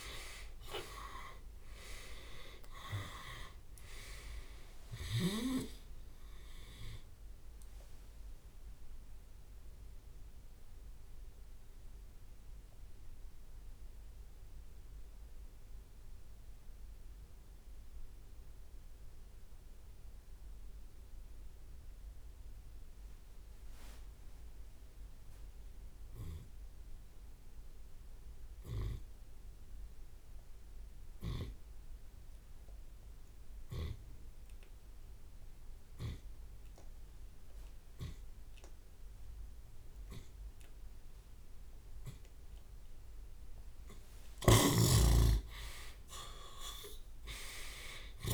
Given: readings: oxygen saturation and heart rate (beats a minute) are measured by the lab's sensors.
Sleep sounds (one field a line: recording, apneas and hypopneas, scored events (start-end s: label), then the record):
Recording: breathing in sleep by a room microphone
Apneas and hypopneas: 1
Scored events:
0.00-1.00 s: arousal
0.00-5.00 s: drop in pulse transit time (device-marked, heart rate 134 extreme)
0.00-5.50 s: snoring (device-marked)
0.00-6.00 s: tachycardia (device-marked, heart rate 168 extreme)
2.00-4.00 s: long interval between heartbeats (device-marked, heart rate 92 before, 134 extreme)
2.00-9.00 s: oxygen desaturation (device-marked, oxygen 97% before, 93% lowest)
4.00-6.00 s: long interval between heartbeats (device-marked, heart rate 101 before, 136 extreme)
6.50-8.50 s: long interval between heartbeats (device-marked, heart rate 109 before, 115 extreme)
7.00 s: drop in pulse transit time (device-marked)
8.50-44.00 s: obstructive apnea (oxygen 98% before, 71% lowest)
11.00-13.00 s: long interval between heartbeats (device-marked, heart rate 119 before, 36 extreme)
16.00-23.00 s: drop in pulse transit time (device-marked)
16.00-34.00 s: oxygen desaturation (device-marked, oxygen 94% before, 71% lowest, heart rate 106 before, 38 extreme)
21.50-23.50 s: long interval between heartbeats (device-marked, heart rate 76 before, 35 extreme)
22.00-27.00 s: tachycardia (device-marked, heart rate 75 before, 145 extreme)
23.50-25.50 s: long interval between heartbeats (device-marked, heart rate 64 before, 44 extreme)
26.00-28.00 s: long interval between heartbeats (device-marked, heart rate 56 before, 135 extreme)
29.00-31.00 s: long interval between heartbeats (device-marked, heart rate 58 before, 80 extreme)
34.00-36.00 s: long interval between heartbeats (device-marked, heart rate 65 before, 45 extreme)
34.00-47.00 s: drop in pulse transit time (device-marked, heart rate 65 before, 45 extreme)
36.00-38.00 s: long interval between heartbeats (device-marked, heart rate 66 before, 50 extreme)
38.00-40.00 s: long interval between heartbeats (device-marked, heart rate 68 before, 56 extreme)
40.00-42.00 s: long interval between heartbeats (device-marked, heart rate 71 before, 56 extreme)
42.00-44.00 s: long interval between heartbeats (device-marked, heart rate 74 before, 58 extreme)
44.50-48.34 s: snoring (device-marked)
45.00-47.00 s: long interval between heartbeats (device-marked, heart rate 77 before, 86 extreme)
45.00-48.34 s: arousal
From the record:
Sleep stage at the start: N2 (light sleep)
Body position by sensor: on the left side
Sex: male